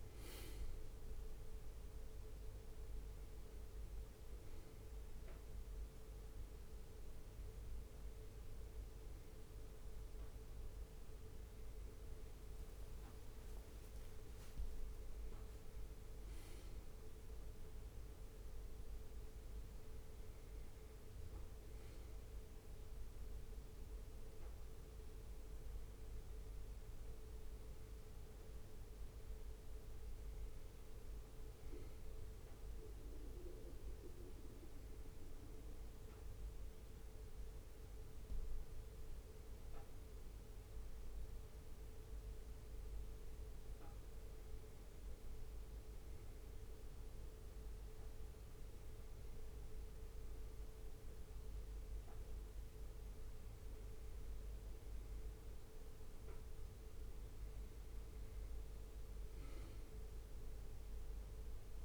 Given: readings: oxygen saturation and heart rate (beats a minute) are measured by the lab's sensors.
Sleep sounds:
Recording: breathing in sleep, hard to hear, by a room microphone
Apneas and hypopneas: 1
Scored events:
0.00-1.00 s: arousal
35.00-47.50 s: hypopnea (oxygen 97% before, 91% lowest, heart rate 70 before, 67 extreme, up 2 after)
50.00-53.50 s: arousal
56.00-61.84 s: new sleep stage, N2 (light sleep)
From the record:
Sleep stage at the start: N1 (lightest sleep)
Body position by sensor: on the back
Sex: male

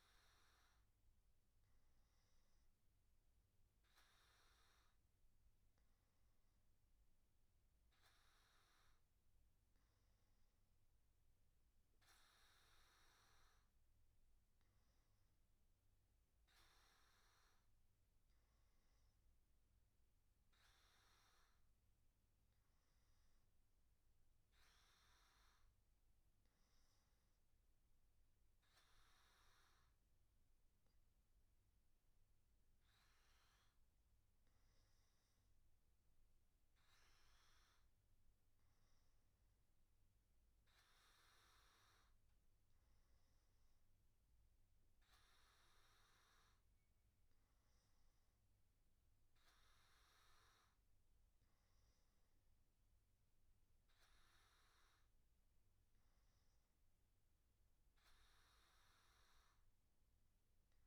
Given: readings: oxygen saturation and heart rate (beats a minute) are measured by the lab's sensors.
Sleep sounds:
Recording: breathing in sleep, hard to hear, by a room microphone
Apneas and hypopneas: none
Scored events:
none scored
From the record:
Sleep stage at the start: N2 (light sleep)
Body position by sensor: on the back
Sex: male

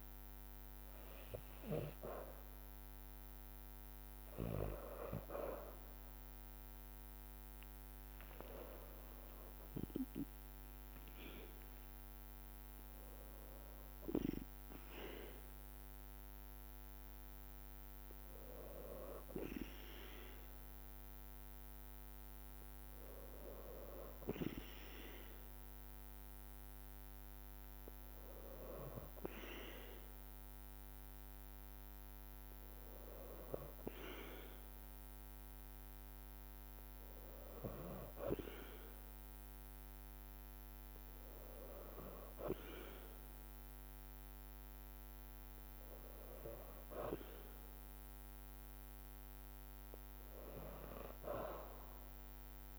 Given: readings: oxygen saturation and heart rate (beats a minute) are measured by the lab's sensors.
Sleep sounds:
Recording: breathing in sleep by a microphone on the trachea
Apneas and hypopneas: none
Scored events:
0.00-26.50 s: oxygen desaturation (device-marked, oxygen 89% lowest, heart rate 53 extreme)
8.50-13.00 s: arousal
10.50-24.50 s: drop in pulse transit time (device-marked, heart rate 57 before, 54 extreme)
From the record:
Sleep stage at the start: N2 (light sleep)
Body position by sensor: on the back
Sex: female

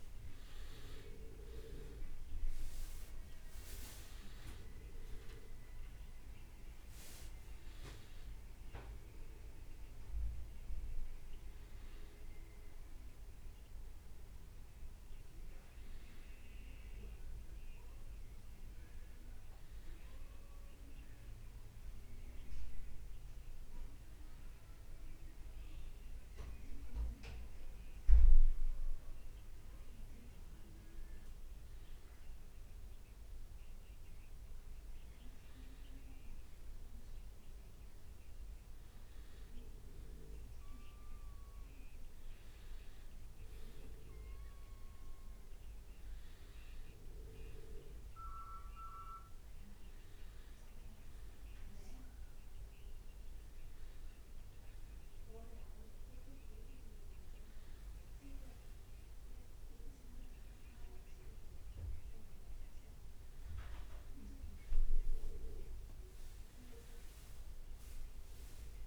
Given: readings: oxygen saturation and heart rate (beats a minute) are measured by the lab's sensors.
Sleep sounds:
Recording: a person partly awake in a sleep study, by a room microphone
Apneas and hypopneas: none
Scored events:
1.00-61.00 s: new sleep stage, N1 (lightest sleep)
2.50-6.00 s: leg movement (device-marked)
6.50-8.50 s: leg movement (device-marked)
61.00-68.87 s: new sleep stage, N2 (light sleep)
62.00-66.00 s: arousal
66.00-68.87 s: leg movement (device-marked)
From the record:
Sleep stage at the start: awake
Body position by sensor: on the back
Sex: male

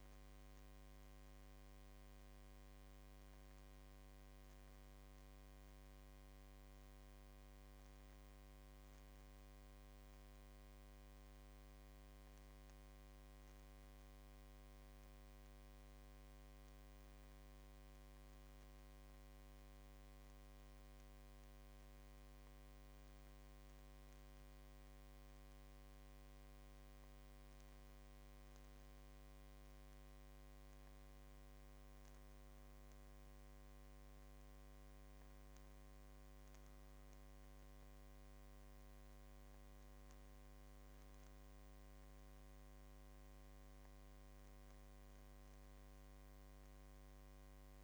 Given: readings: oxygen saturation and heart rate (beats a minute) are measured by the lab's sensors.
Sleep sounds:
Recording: breathing in sleep, hard to hear, by a microphone on the trachea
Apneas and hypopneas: none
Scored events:
none scored
From the record:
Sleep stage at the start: N1 (lightest sleep)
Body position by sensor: on the left side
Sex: male

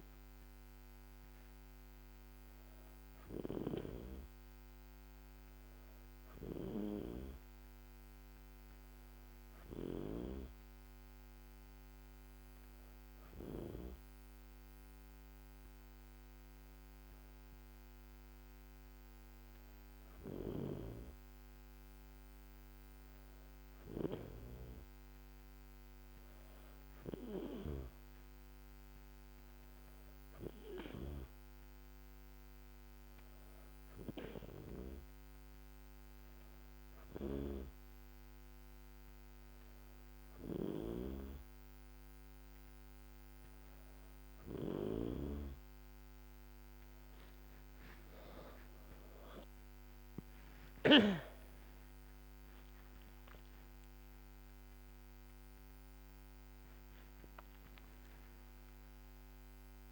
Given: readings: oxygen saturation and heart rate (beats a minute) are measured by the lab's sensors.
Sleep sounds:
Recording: a person partly awake in a sleep study, by a microphone on the trachea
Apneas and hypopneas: none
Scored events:
36.50-59.92 s: new sleep stage, awake
From the record:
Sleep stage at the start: N2 (light sleep)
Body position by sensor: on the back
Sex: female

